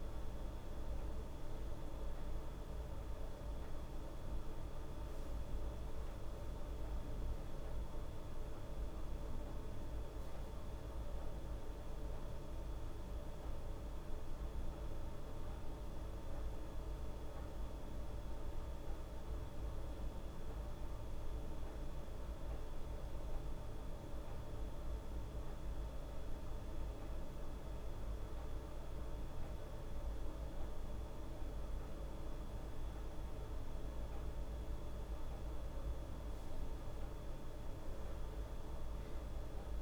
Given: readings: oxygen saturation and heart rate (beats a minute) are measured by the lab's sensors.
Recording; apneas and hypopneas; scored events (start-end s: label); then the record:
breathing in sleep, hard to hear, by a room microphone; none
none scored
From the record:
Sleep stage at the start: N2 (light sleep); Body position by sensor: on the back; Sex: female